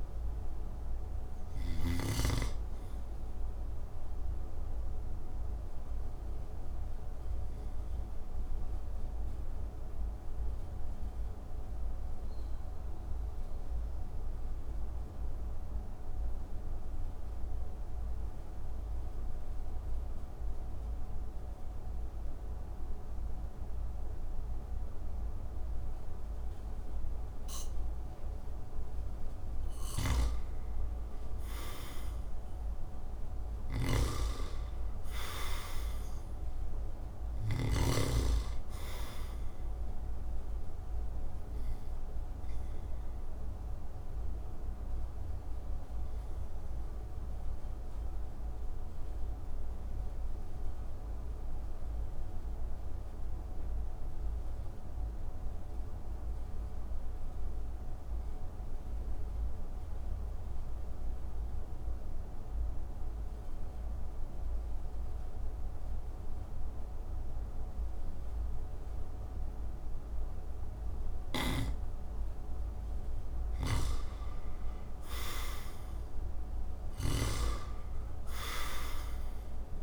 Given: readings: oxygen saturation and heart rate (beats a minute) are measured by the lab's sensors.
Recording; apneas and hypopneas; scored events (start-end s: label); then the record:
breathing in sleep by a room microphone; 2
0.00-1.50 s: snoring (device-marked)
0.00-19.50 s: oxygen desaturation (device-marked, oxygen 82% lowest)
4.50-29.00 s: mixed apnea (oxygen 98% before, 82% lowest)
29.50-37.50 s: snoring (device-marked)
30.50-34.50 s: arousal
31.50-58.50 s: oxygen desaturation (device-marked, oxygen 98% before, 83% lowest)
40.00-72.50 s: obstructive apnea (oxygen 98% before, 80% lowest)
73.00-79.83 s: snoring (device-marked)
73.50-77.00 s: arousal
74.50-79.83 s: oxygen desaturation (device-marked, oxygen 97% before, 80% lowest)
From the record:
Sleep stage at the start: N2 (light sleep); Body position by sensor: on the back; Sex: male